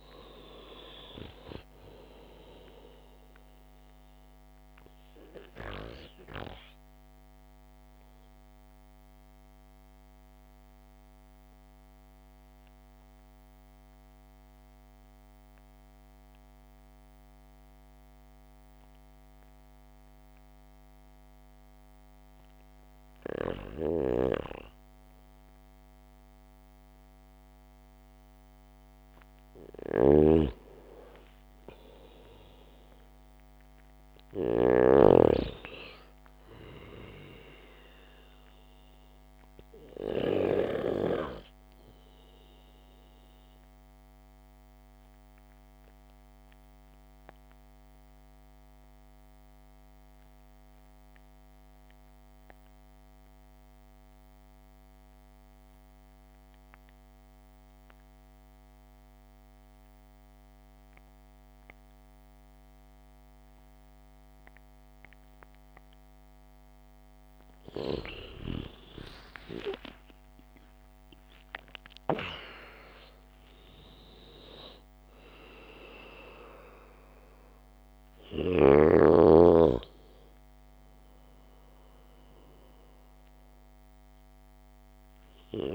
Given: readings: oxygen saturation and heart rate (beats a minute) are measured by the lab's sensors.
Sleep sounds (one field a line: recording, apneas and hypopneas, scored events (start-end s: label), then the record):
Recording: breathing in sleep by a microphone on the trachea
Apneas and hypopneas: 2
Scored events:
0.00-26.00 s: oxygen desaturation (device-marked, oxygen 90% lowest, heart rate 56 extreme)
6.50-22.00 s: obstructive apnea (oxygen 99% before, 90% lowest, heart rate 52 before, 62 extreme, up 9 after)
24.00-29.00 s: arousal
30.50-35.50 s: snoring (device-marked)
41.00-60.00 s: oxygen desaturation (device-marked, oxygen 99% before, 94% lowest, heart rate 70 before, 62 extreme)
46.00-68.00 s: obstructive apnea (oxygen 99% before, 94% lowest, heart rate 69 before, 62 extreme, up 8 after)
69.50-74.00 s: arousal
79.00-82.00 s: oxygen desaturation (device-marked, oxygen 97% before, 94% lowest, heart rate 66 before, 63 extreme)
From the record:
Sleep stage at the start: REM sleep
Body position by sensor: on the back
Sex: male